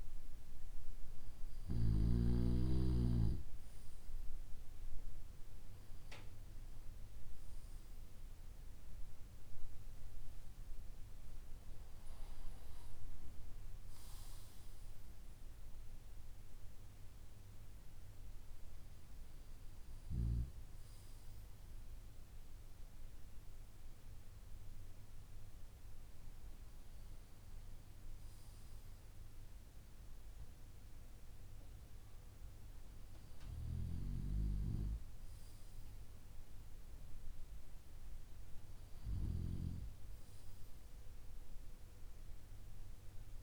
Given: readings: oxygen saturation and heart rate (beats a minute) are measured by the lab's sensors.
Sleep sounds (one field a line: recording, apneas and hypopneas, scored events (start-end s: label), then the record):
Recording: breathing in sleep by a room microphone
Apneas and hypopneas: none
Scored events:
none scored
From the record:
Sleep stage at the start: N2 (light sleep)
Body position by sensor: on the back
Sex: male